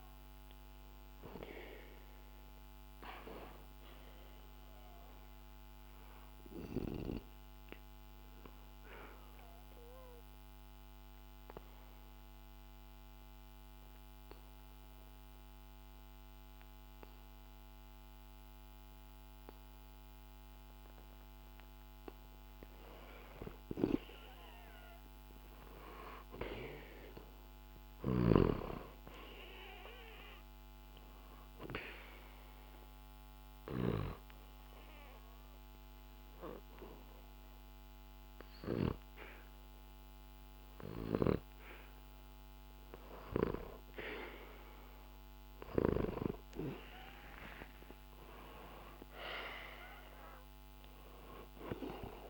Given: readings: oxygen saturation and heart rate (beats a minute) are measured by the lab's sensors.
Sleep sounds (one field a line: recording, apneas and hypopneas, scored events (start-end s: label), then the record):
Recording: breathing in sleep by a microphone on the trachea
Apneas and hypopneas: 2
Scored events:
1.00-14.00 s: oxygen desaturation (device-marked, oxygen 98% before, 93% lowest, heart rate 65 before, 56 extreme)
5.00-21.50 s: obstructive apnea (oxygen 98% before, 92% lowest, heart rate 65 before, 56 extreme, up 0 after)
24.00-28.50 s: arousal
31.00-50.00 s: oxygen desaturation (device-marked, oxygen 98% before, 93% lowest, heart rate 63 before, 57 extreme)
32.00-44.50 s: obstructive apnea (oxygen 98% before, 90% lowest, heart rate 63 before, 57 extreme, up 5 after)
46.50-50.50 s: arousal
From the record:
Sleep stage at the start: N2 (light sleep)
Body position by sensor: on the back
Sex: male